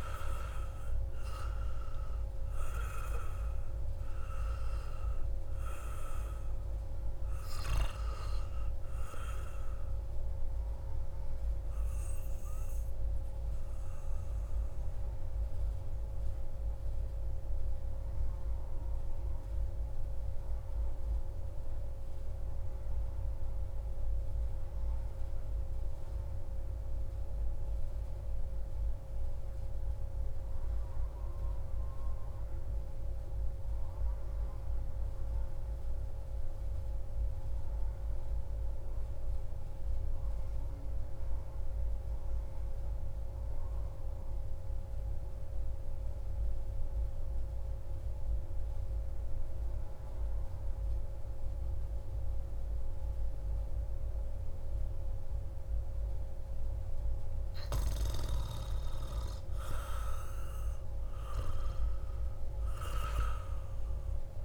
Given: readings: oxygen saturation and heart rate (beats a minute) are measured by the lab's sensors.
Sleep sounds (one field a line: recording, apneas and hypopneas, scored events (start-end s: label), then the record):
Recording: breathing in sleep by a room microphone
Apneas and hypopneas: 1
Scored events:
0.00-16.00 s: oxygen desaturation (device-marked, oxygen 88% lowest)
14.50-56.50 s: mixed apnea (oxygen 95% before, 90% lowest)
46.00-64.45 s: oxygen desaturation (device-marked, oxygen 98% before, 91% lowest)
58.00-63.50 s: arousal
From the record:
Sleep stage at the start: N2 (light sleep)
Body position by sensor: on the back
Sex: male